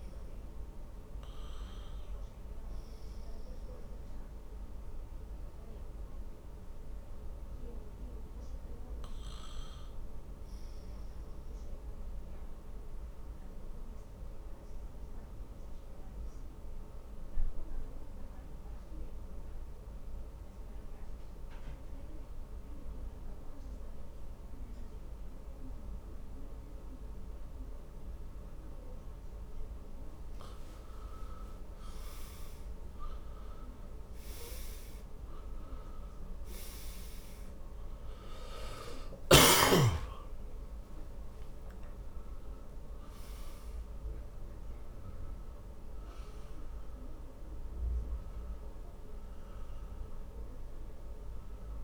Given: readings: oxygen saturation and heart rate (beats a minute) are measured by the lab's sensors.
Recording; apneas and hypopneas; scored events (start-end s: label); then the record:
breathing in sleep, hard to hear, by a room microphone; 1
5.00-30.00 s: obstructive apnea (oxygen 96% before, 89% lowest, heart rate 59 before, 50 extreme, up 15 after)
14.00-26.00 s: oxygen desaturation (device-marked, oxygen 96% before, 93% lowest, heart rate 54 before, 50 extreme)
37.00-42.00 s: arousal
51.00-51.84 s: new sleep stage, N1 (lightest sleep)
From the record:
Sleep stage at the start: N2 (light sleep); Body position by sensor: on the back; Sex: male